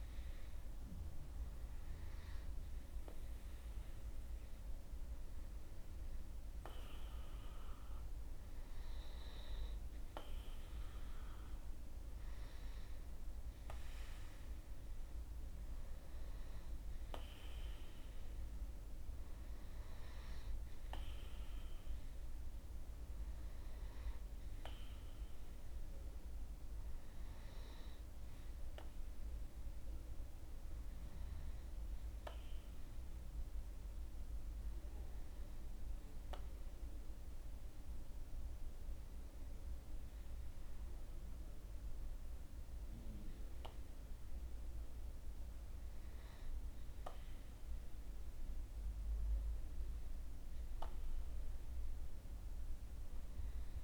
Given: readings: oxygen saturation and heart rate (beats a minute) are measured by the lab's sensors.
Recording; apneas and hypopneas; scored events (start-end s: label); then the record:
breathing in sleep by a room microphone; none
0.00-3.50 s: arousal
From the record:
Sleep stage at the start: N2 (light sleep); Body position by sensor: on the back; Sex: male